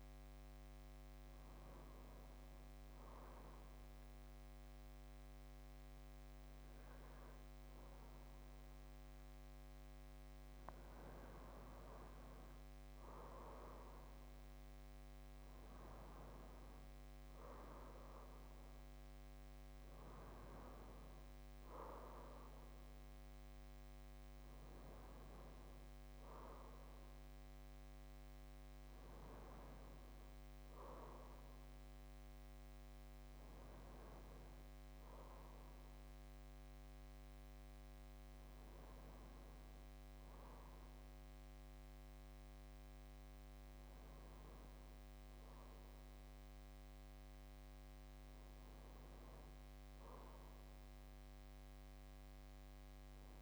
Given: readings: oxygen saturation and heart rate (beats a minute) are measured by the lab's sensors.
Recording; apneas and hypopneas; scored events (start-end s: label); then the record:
breathing in sleep by a microphone on the trachea; 1
1.00-11.00 s: obstructive apnea (oxygen 94% before, 91% lowest)
19.50-23.00 s: arousal
From the record:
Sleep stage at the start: N2 (light sleep); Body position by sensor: on the back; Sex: male